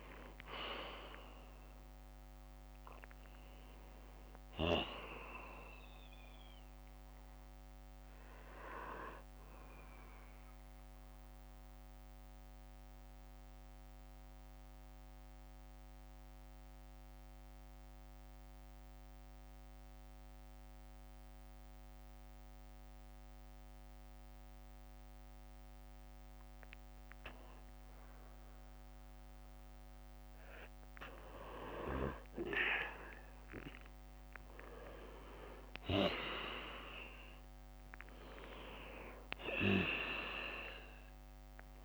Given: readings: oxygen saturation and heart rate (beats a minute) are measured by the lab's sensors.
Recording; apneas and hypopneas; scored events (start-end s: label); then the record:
breathing in sleep by a microphone on the trachea; 1
10.00-29.50 s: mixed apnea (oxygen 97% before, 94% lowest, heart rate 64 before, 56 extreme, up 7 after)
11.50-15.50 s: bradycardia (device-marked, heart rate 62 before, 59 extreme)
34.00-38.50 s: arousal
From the record:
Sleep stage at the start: N2 (light sleep); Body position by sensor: on the back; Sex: male